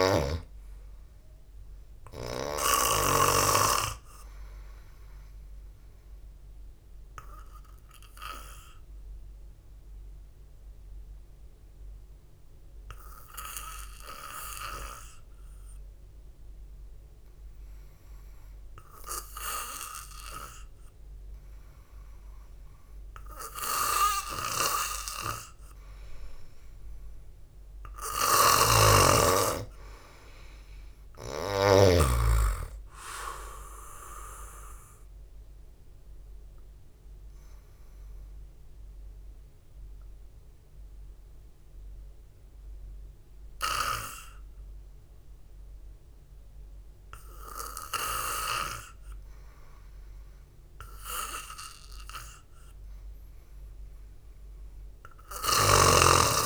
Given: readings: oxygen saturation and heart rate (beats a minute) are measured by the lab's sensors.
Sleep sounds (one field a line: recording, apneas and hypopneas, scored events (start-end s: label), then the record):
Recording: breathing in sleep by a room microphone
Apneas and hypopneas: 2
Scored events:
0.00-3.50 s: snoring (device-marked)
5.50-25.50 s: oxygen desaturation (device-marked, oxygen 95% before, 89% lowest, heart rate 58 before, 54 extreme)
6.50-20.00 s: obstructive apnea (oxygen 97% before, 89% lowest, heart rate 58 before, 54 extreme, up 12 after)
28.50-32.50 s: snoring (device-marked)
30.00-34.50 s: arousal
39.50-51.00 s: obstructive apnea (oxygen 96% before, 91% lowest, heart rate 59 before, 56 extreme, up 8 after)
48.50-56.46 s: oxygen desaturation (device-marked, oxygen 96% before, 91% lowest, heart rate 57 before, 55 extreme)
From the record:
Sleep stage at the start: N2 (light sleep)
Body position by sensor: on the back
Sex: male